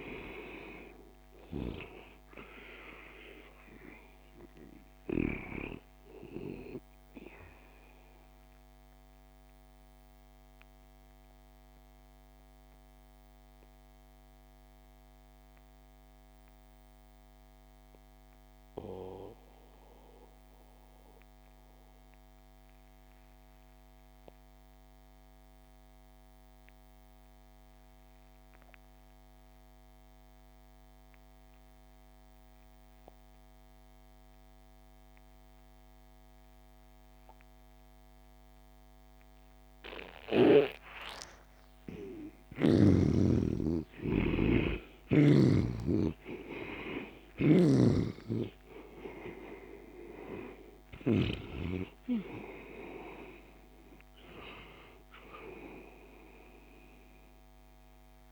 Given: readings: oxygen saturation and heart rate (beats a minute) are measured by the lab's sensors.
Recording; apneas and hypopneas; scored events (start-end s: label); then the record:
breathing in sleep by a microphone on the trachea; 1
0.00-18.00 s: oxygen desaturation (device-marked, oxygen 81% lowest)
7.50-41.00 s: mixed apnea (oxygen 98% before, 81% lowest)
36.00-58.32 s: oxygen desaturation (device-marked, oxygen 98% before, 81% lowest)
41.50-45.50 s: arousal
47.50-51.50 s: snoring (device-marked)
From the record:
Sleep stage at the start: N2 (light sleep); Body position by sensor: on the back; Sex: male